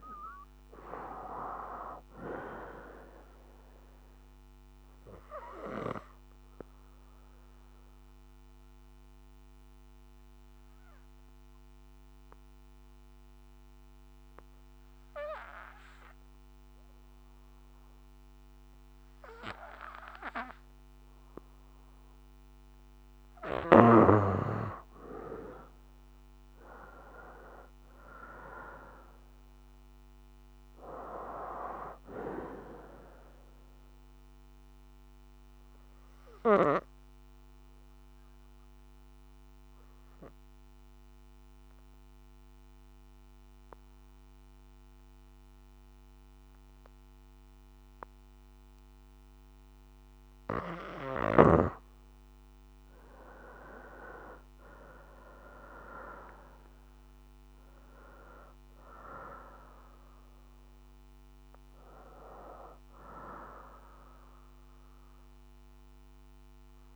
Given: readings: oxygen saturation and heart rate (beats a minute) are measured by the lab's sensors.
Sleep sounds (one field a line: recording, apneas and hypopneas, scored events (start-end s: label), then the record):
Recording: breathing in sleep by a microphone on the trachea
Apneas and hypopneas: 2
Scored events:
0.00-1.00 s: arousal
0.00-22.00 s: oxygen desaturation (device-marked, oxygen 97% before, 74% lowest, heart rate 62 before, 57 extreme)
5.00-22.00 s: obstructive apnea (oxygen 97% before, 74% lowest, heart rate 63 before, 57 extreme, up 9 after)
24.00-51.00 s: oxygen desaturation (device-marked, oxygen 97% before, 75% lowest, heart rate 62 before, 57 extreme)
24.50-29.00 s: arousal
34.00-50.00 s: obstructive apnea (oxygen 97% before, 75% lowest, heart rate 64 before, 57 extreme, up 13 after)
52.50-57.00 s: arousal
53.00-66.96 s: oxygen desaturation (device-marked, oxygen 97% before, 79% lowest, heart rate 60 before, 60 extreme)
From the record:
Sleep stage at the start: N2 (light sleep)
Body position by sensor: on the left side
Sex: female